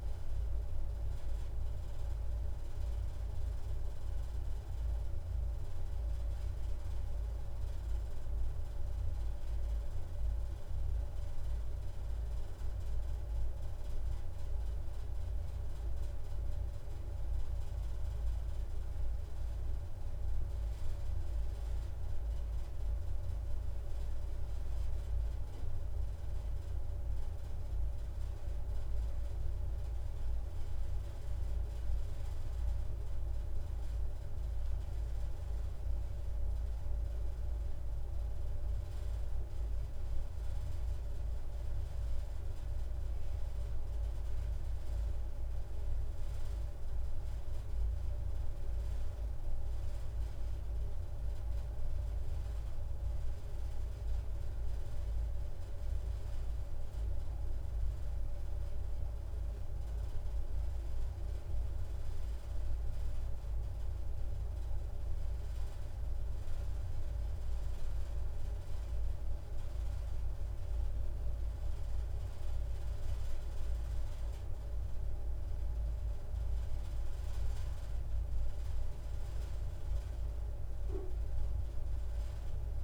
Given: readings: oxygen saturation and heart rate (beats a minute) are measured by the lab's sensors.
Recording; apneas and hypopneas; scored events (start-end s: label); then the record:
breathing in sleep, hard to hear, by a room microphone; none
none scored
From the record:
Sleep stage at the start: N2 (light sleep); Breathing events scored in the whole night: 151 in 4.4 hours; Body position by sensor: upright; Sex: female